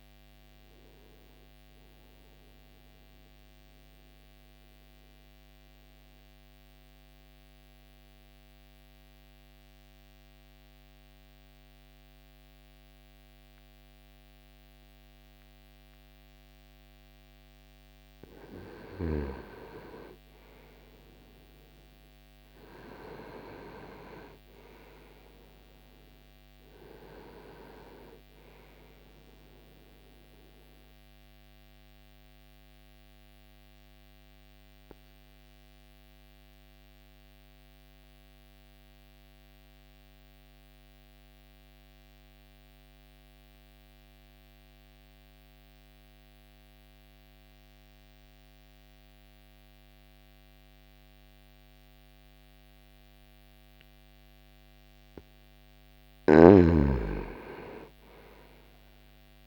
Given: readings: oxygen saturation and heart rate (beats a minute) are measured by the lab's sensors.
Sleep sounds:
breathing in sleep by a microphone on the trachea; 2
2.00-17.50 s: obstructive apnea (oxygen 96% before, 91% lowest, heart rate 67 before, 59 extreme, up 2 after)
8.00-59.47 s: new sleep stage, N2 (light sleep)
20.00-24.50 s: arousal
21.00-49.00 s: oxygen desaturation (device-marked, oxygen 99% before, 91% lowest, heart rate 62 before, 60 extreme)
30.00-54.50 s: obstructive apnea (oxygen 100% before, 91% lowest, heart rate 61 before, 60 extreme, up 0 after)
From the record:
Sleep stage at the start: N1 (lightest sleep); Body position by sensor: on the back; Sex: male

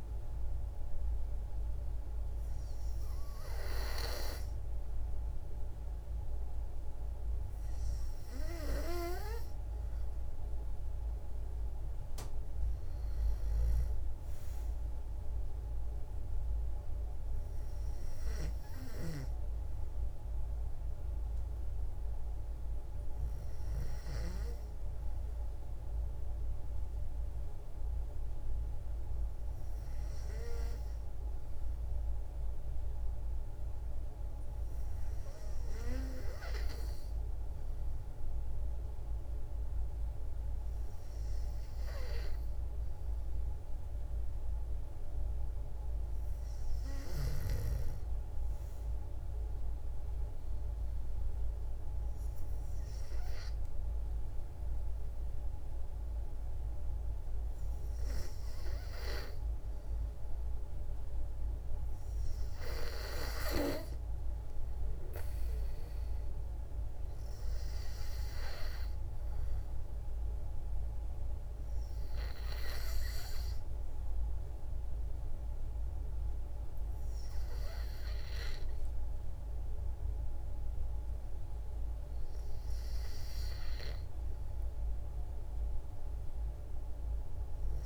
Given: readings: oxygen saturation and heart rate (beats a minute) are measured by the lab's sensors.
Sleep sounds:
breathing in sleep by a room microphone; 1
50.00-61.50 s: obstructive apnea (oxygen 95% before, 92% lowest, heart rate 55 before, 54 extreme, up 4 after)
65.00-68.50 s: arousal
From the record:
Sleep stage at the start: N2 (light sleep); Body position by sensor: on the back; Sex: female

